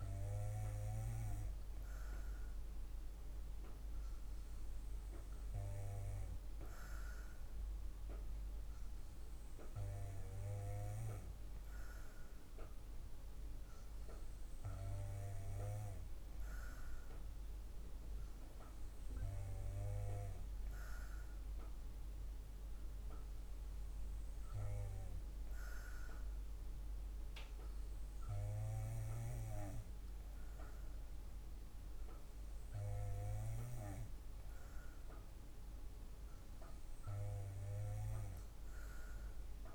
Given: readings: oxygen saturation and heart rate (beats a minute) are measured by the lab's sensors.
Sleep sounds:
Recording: breathing in sleep by a room microphone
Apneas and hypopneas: none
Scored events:
none scored
From the record:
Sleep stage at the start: N2 (light sleep)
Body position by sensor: on the back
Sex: female

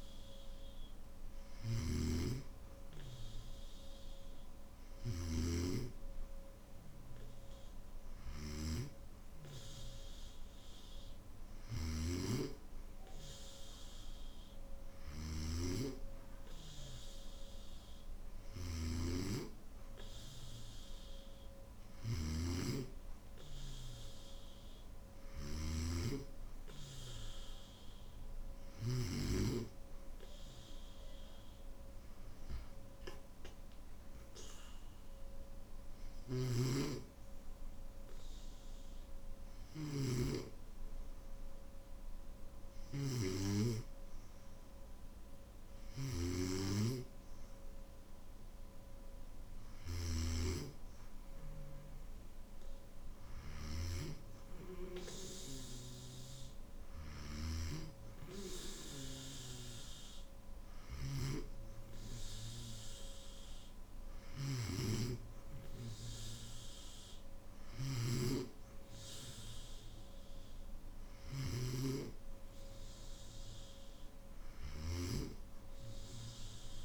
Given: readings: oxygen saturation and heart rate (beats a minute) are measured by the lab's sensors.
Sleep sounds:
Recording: breathing in sleep by a room microphone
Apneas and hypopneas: none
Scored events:
0.00-25.50 s: snoring (device-marked)
36.00-71.50 s: snoring (device-marked)
From the record:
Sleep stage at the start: N1 (lightest sleep)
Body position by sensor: on the back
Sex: male

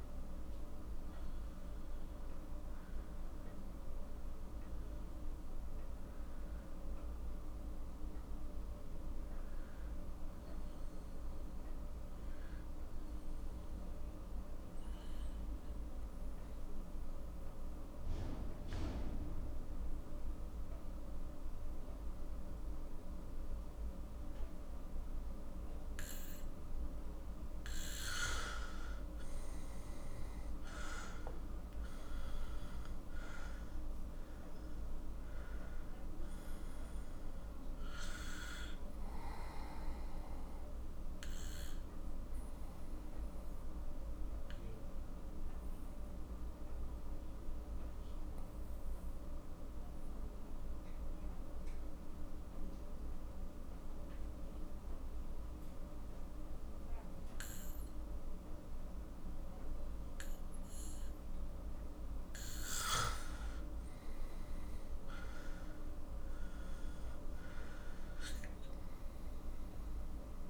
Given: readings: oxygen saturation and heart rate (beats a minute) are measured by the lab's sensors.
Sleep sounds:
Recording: breathing in sleep, hard to hear, by a room microphone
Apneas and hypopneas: 2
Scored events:
0.00-17.00 s: oxygen desaturation (device-marked, oxygen 91% lowest, heart rate 46 extreme)
15.00-28.00 s: obstructive apnea (oxygen 97% before, 90% lowest, heart rate 49 before, 43 extreme, up 12 after)
30.50-34.00 s: arousal
32.00-52.00 s: oxygen desaturation (device-marked, oxygen 96% before, 90% lowest, heart rate 49 before, 43 extreme)
42.00-62.50 s: obstructive apnea (oxygen 97% before, 90% lowest, heart rate 54 before, 42 extreme, up 14 after)
63.00-70.50 s: oxygen desaturation (device-marked, oxygen 97% before, 91% lowest, heart rate 45 before, 42 extreme)
64.00-67.50 s: arousal
From the record:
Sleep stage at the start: N2 (light sleep)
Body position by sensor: on the back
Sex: male

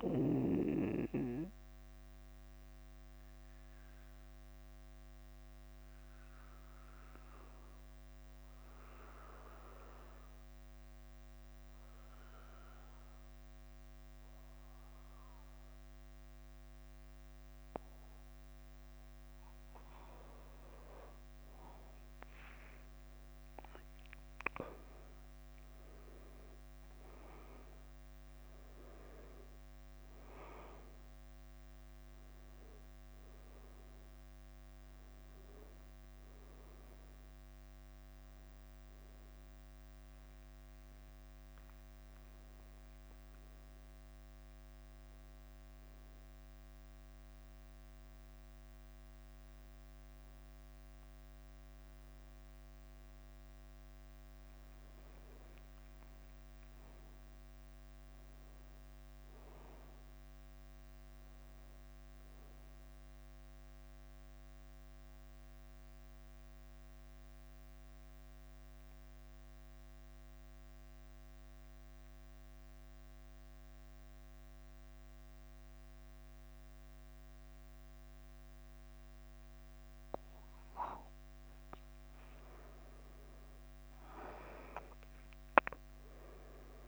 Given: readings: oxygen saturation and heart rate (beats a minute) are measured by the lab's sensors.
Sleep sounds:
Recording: breathing in sleep by a microphone on the trachea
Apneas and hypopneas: 3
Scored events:
0.00-86.87 s: bradycardia (device-marked, heart rate 44 extreme)
1.50-19.50 s: obstructive apnea (oxygen 99% before, 95% lowest, heart rate 52 before, 45 extreme, up 10 after)
18.50-48.50 s: new sleep stage, N1 (lightest sleep)
21.50-27.00 s: arousal
40.00-54.00 s: hypopnea (oxygen 98% before, 95% lowest, heart rate 53 before, 44 extreme, up 10 after)
48.50-86.87 s: new sleep stage, N2 (light sleep)
56.50-60.50 s: arousal
65.00-81.50 s: mixed apnea (oxygen 96% before, 94% lowest, heart rate 54 before, 44 extreme, up 11 after)
84.50-86.87 s: arousal
From the record:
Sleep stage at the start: N2 (light sleep)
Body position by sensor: on the back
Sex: male

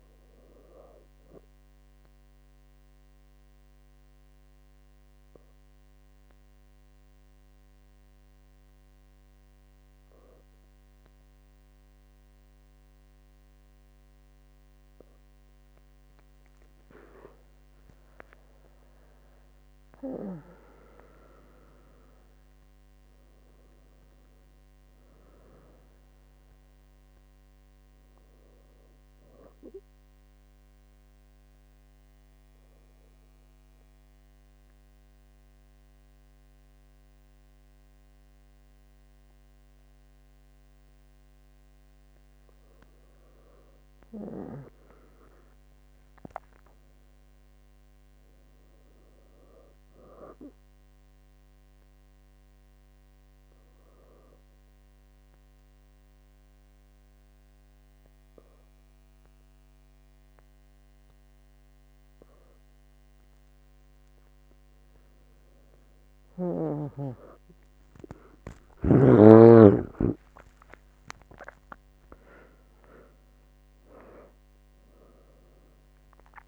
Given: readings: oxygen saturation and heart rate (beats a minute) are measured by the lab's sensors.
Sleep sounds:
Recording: breathing in sleep by a microphone on the trachea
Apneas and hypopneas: 3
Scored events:
3.00-17.00 s: obstructive apnea (oxygen 99% before, 96% lowest, heart rate 71 before, 65 extreme, up 7 after)
19.00-23.00 s: arousal
30.50-43.00 s: obstructive apnea (oxygen 98% before, 96% lowest, heart rate 70 before, 65 extreme, up 10 after)
44.50-48.00 s: arousal
52.50-65.00 s: obstructive apnea (oxygen 99% before, 97% lowest, heart rate 70 before, 67 extreme, up 33 after)
69.00-73.50 s: arousal
From the record:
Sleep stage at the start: N2 (light sleep)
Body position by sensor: on the back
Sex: female

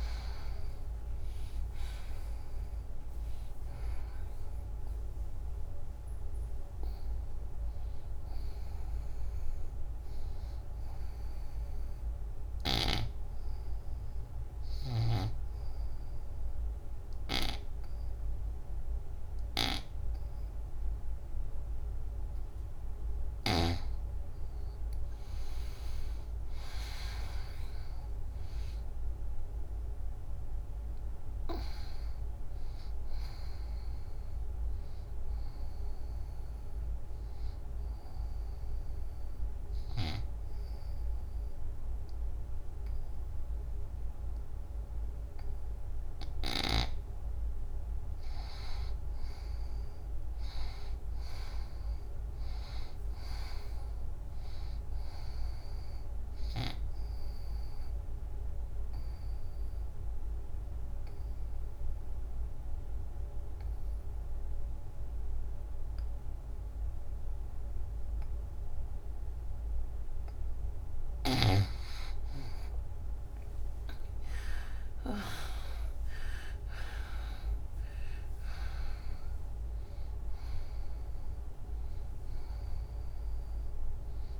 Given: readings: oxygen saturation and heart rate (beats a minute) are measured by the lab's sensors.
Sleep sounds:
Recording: breathing in sleep by a room microphone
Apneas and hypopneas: 3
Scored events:
0.00-11.50 s: oxygen desaturation (device-marked, oxygen 83% lowest, heart rate 69 extreme)
0.50-5.50 s: arousal
10.50-21.50 s: obstructive apnea (oxygen 94% before, 79% lowest, heart rate 93 before, 69 extreme)
12.50-23.50 s: snoring (device-marked)
17.50-49.50 s: oxygen desaturation (device-marked, oxygen 95% before, 82% lowest, heart rate 95 before, 69 extreme)
25.00-30.00 s: arousal
36.50-47.50 s: obstructive apnea (oxygen 95% before, 77% lowest, heart rate 80 before, 74 extreme, up 8 after)
50.00-53.00 s: arousal
51.50-64.50 s: oxygen desaturation (device-marked, oxygen 97% before, 85% lowest, heart rate 87 before, 74 extreme)
57.00-69.50 s: obstructive apnea (oxygen 97% before, 77% lowest, heart rate 84 before, 74 extreme, up 4 after)
70.50-84.40 s: oxygen desaturation (device-marked, oxygen 94% before, 77% lowest, heart rate 84 before, 74 extreme)
71.00-75.00 s: arousal
From the record:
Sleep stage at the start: N2 (light sleep)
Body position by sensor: on the back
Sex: female

